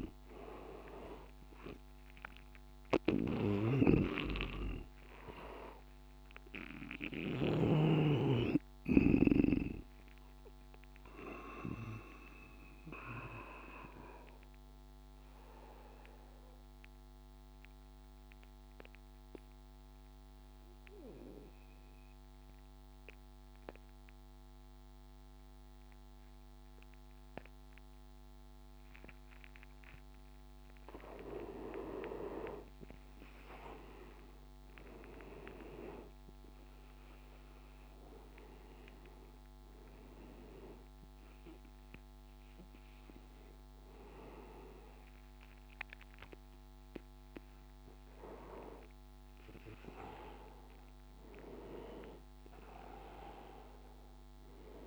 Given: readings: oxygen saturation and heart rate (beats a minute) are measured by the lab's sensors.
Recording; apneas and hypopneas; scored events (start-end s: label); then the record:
breathing in sleep by a microphone on the trachea; 1
0.00-7.50 s: snoring (device-marked)
0.00-26.50 s: oxygen desaturation (device-marked, oxygen 86% lowest, heart rate 74 extreme)
10.50-30.00 s: obstructive apnea (oxygen 97% before, 86% lowest, heart rate 86 before, 74 extreme, up 12 after)
31.50-35.00 s: arousal
48.50-54.87 s: oxygen desaturation (device-marked, oxygen 96% before, 92% lowest, heart rate 84 before, 83 extreme)
From the record:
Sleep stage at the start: N2 (light sleep); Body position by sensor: on the back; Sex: male